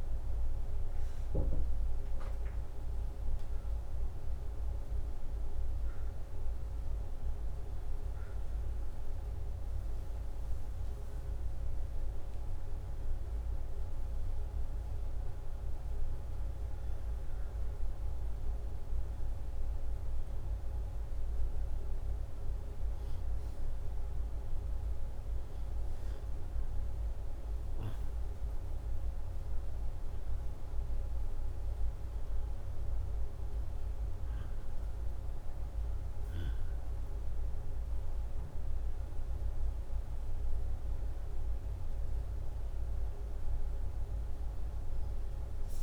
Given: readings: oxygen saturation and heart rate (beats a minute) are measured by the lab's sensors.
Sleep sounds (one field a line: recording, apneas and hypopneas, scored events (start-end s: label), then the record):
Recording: breathing in sleep, hard to hear, by a room microphone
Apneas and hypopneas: none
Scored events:
none scored
From the record:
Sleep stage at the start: N2 (light sleep)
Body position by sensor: upright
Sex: male